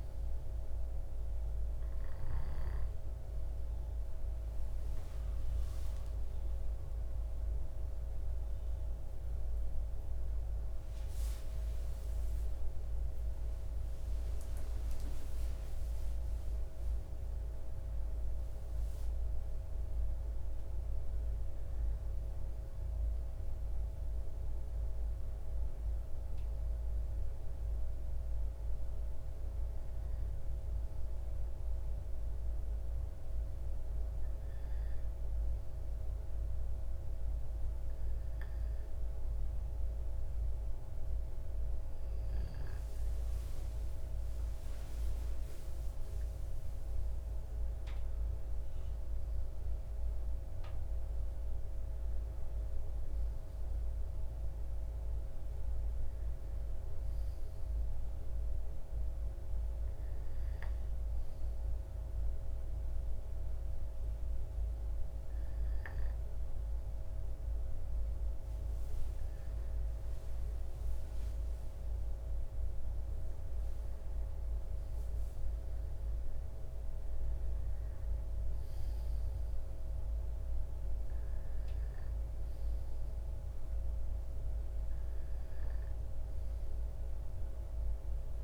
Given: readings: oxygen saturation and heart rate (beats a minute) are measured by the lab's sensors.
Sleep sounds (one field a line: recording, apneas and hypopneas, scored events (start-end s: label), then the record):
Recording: breathing in sleep, hard to hear, by a room microphone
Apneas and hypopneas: none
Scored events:
6.00-11.00 s: arousal
44.50-48.00 s: arousal
From the record:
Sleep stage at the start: N2 (light sleep)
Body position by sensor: on the back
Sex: male